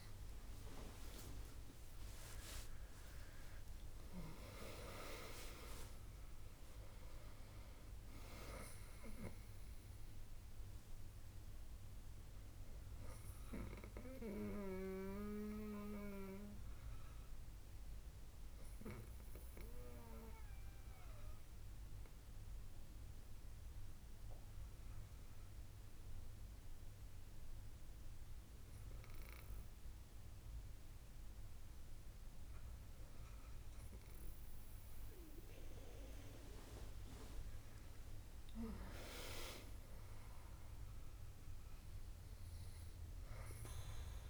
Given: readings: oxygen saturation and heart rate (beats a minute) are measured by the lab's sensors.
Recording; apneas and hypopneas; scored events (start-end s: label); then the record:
breathing in sleep by a room microphone; 1
1.00-5.50 s: arousal
14.50-31.50 s: obstructive apnea (oxygen 97% before, 94% lowest, heart rate 81 before, 64 extreme, up 4 after)
37.50-41.50 s: arousal
From the record:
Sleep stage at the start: N2 (light sleep); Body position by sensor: on the back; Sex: female